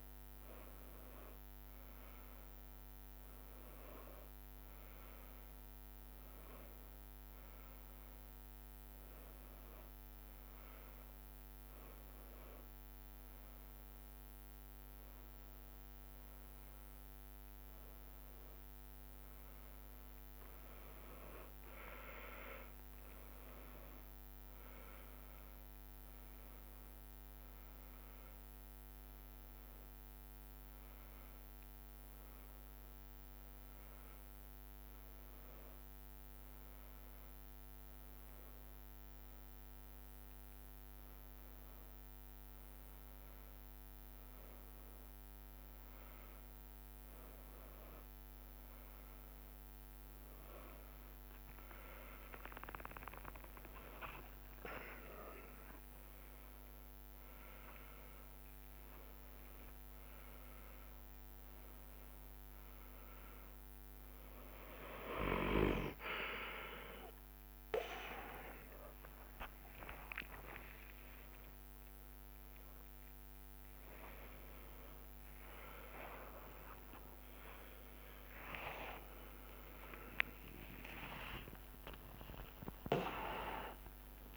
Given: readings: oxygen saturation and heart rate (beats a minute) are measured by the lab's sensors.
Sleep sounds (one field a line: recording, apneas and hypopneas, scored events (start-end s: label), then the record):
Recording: a person awake in a sleep study, by a microphone on the trachea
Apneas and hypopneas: none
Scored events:
37.00-39.00 s: long interval between heartbeats (device-marked, heart rate 91 before, 89 extreme)
50.00-58.00 s: tachycardia (device-marked, heart rate 88 before, 122 extreme)
51.50-53.50 s: long interval between heartbeats (device-marked, heart rate 90 before, 98 extreme)
54.00-56.00 s: long interval between heartbeats (device-marked, heart rate 91 before, 110 extreme)
65.00-77.00 s: drop in pulse transit time (device-marked, heart rate 100 before, 91 extreme)
67.00-84.36 s: tachycardia (device-marked, heart rate 90 before, 142 extreme)
70.00-72.00 s: long interval between heartbeats (device-marked, heart rate 101 before, 115 extreme)
74.50-76.50 s: long interval between heartbeats (device-marked, heart rate 105 before, 137 extreme)
76.50-78.50 s: long interval between heartbeats (device-marked, heart rate 107 before, 136 extreme)
80.50-82.50 s: long interval between heartbeats (device-marked, heart rate 111 before, 122 extreme)
From the record:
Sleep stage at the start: awake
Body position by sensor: upright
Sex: male